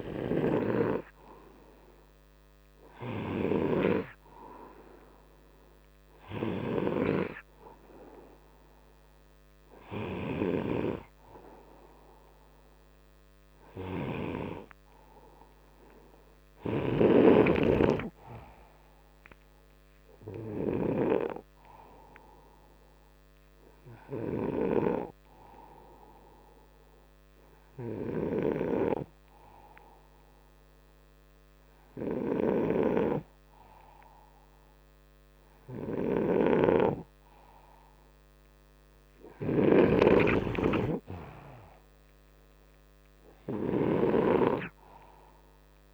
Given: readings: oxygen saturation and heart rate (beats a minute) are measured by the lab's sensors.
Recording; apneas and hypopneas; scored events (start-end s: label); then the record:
breathing in sleep by a microphone on the trachea; none
0.00-3.50 s: snoring (device-marked)
1.00-22.00 s: oxygen desaturation (device-marked, oxygen 96% before, 92% lowest)
32.00-45.94 s: snoring (device-marked)
From the record:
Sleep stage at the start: N2 (light sleep); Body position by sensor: upright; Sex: male